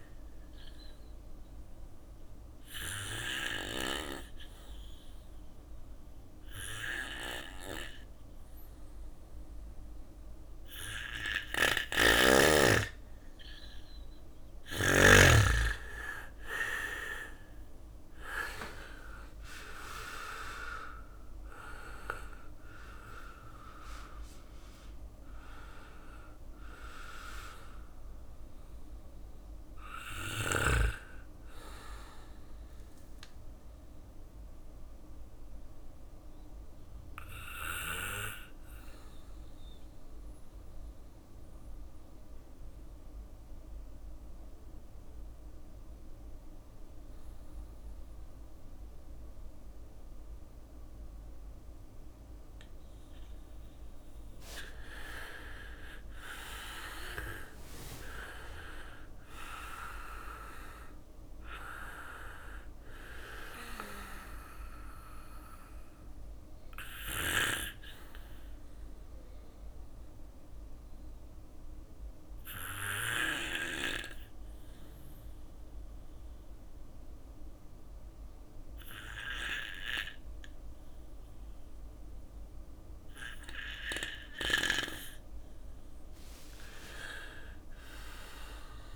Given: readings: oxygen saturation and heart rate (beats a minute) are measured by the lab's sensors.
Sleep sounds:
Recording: breathing in sleep by a room microphone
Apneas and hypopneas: 3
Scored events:
0.00-12.00 s: bradycardia (device-marked, heart rate 56 extreme)
1.00-11.50 s: obstructive apnea (oxygen 97% before, 91% lowest, heart rate 58 before, 56 extreme, up 25 after)
13.50-17.00 s: arousal
16.00-42.00 s: oxygen desaturation (device-marked, oxygen 99% before, 91% lowest, heart rate 58 before, 58 extreme)
18.00-32.00 s: drop in pulse transit time (device-marked, heart rate 59 before, 59 extreme)
27.00-30.00 s: bradycardia (device-marked, heart rate 61 before, 61 extreme)
34.00-52.00 s: obstructive apnea (oxygen 99% before, 91% lowest, heart rate 68 before, 57 extreme, up 5 after)
37.50-39.50 s: long interval between heartbeats (device-marked, heart rate 69 before, 70 extreme)
40.00-52.00 s: bradycardia (device-marked, heart rate 61 before, 59 extreme)
53.50-57.50 s: arousal
55.00-68.00 s: drop in pulse transit time (device-marked, heart rate 62 before, 58 extreme)
56.00-80.00 s: oxygen desaturation (device-marked, oxygen 99% before, 94% lowest, heart rate 62 before, 56 extreme)
62.00-79.00 s: bradycardia (device-marked, heart rate 61 before, 57 extreme)
65.50-84.00 s: obstructive apnea (oxygen 100% before, 94% lowest, heart rate 61 before, 56 extreme, up 2 after)
85.00-88.96 s: arousal
86.00-88.96 s: drop in pulse transit time (device-marked, heart rate 59 before, 56 extreme)
From the record:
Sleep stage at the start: N2 (light sleep)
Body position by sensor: on the back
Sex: male

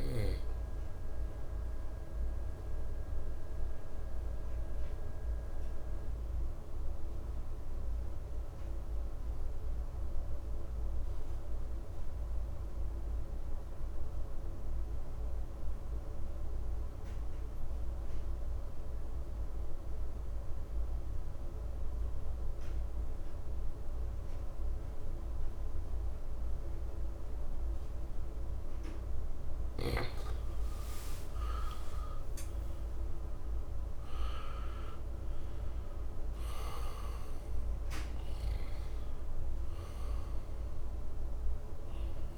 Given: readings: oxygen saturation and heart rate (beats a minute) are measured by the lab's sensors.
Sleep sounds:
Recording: breathing in sleep, hard to hear, by a room microphone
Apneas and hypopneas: 1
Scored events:
0.00-6.50 s: oxygen desaturation (device-marked, oxygen 90% lowest, heart rate 57 extreme)
2.00-29.00 s: mixed apnea (oxygen 97% before, 90% lowest, heart rate 62 before, 57 extreme, up 8 after)
30.50-33.50 s: arousal
31.50-42.38 s: oxygen desaturation (device-marked, oxygen 99% before, 91% lowest, heart rate 60 before, 58 extreme)
From the record:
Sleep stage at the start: N2 (light sleep)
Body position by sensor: on the right side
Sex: male

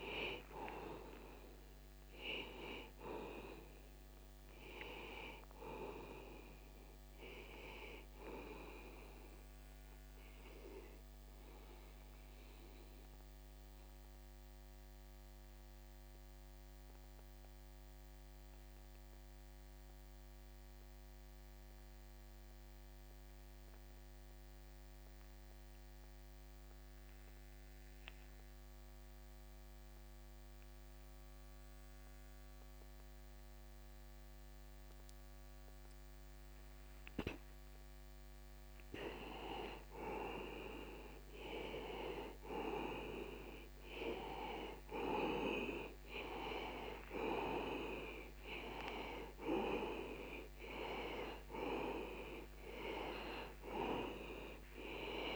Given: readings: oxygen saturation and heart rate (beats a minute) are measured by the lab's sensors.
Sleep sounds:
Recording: breathing in sleep by a microphone on the trachea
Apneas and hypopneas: 1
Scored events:
0.00-19.00 s: oxygen desaturation (device-marked, oxygen 85% lowest)
4.50-9.00 s: arousal
12.00-39.00 s: obstructive apnea (oxygen 95% before, 90% lowest)
40.00-55.36 s: oxygen desaturation (device-marked, oxygen 98% before, 92% lowest)
41.00-45.50 s: arousal
From the record:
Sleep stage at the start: N2 (light sleep)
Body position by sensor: on the back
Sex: male

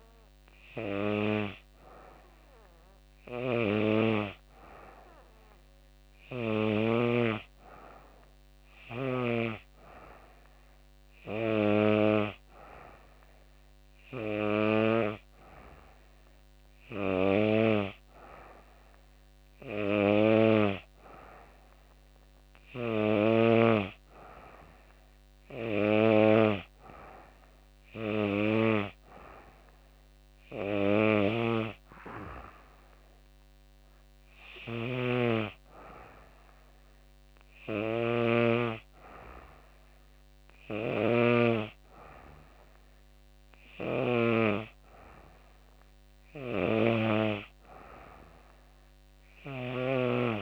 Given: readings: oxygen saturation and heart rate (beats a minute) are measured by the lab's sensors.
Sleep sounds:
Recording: breathing in sleep by a microphone on the trachea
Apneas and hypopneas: none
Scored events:
44.00-50.42 s: new sleep stage, N2 (light sleep)
From the record:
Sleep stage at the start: N3 (deep sleep)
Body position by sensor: on the back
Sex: female

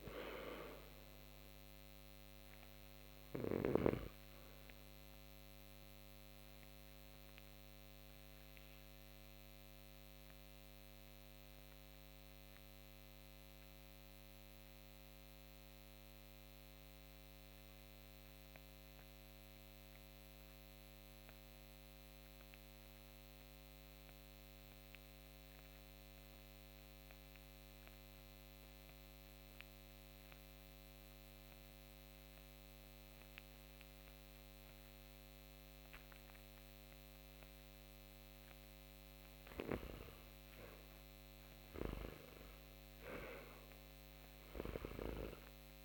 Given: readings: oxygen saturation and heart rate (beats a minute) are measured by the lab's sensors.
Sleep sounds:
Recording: breathing in sleep by a microphone on the trachea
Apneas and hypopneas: 1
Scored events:
0.00-26.50 s: oxygen desaturation (device-marked, oxygen 81% lowest)
4.00-38.50 s: mixed apnea (oxygen 97% before, 76% lowest)
34.50-45.85 s: oxygen desaturation (device-marked, oxygen 98% before, 76% lowest)
40.50-44.50 s: arousal
From the record:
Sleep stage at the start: REM sleep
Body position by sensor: on the back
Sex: male

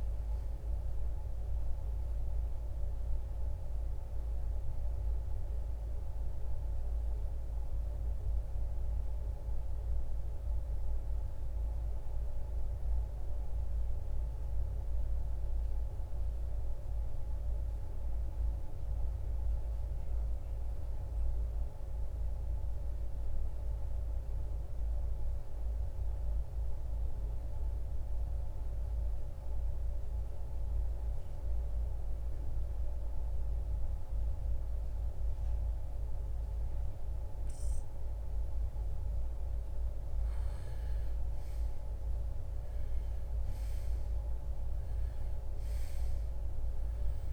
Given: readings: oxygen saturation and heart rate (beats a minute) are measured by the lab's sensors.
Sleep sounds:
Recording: breathing in sleep, hard to hear, by a room microphone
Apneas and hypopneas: 1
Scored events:
0.00-29.00 s: oxygen desaturation (device-marked, oxygen 85% lowest, heart rate 56 extreme)
12.50-16.00 s: arousal
18.50-40.00 s: obstructive apnea (oxygen 95% before, 85% lowest, heart rate 74 before, 56 extreme, up 5 after)
42.00-46.00 s: arousal
From the record:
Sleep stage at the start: REM sleep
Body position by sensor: on the right side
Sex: male

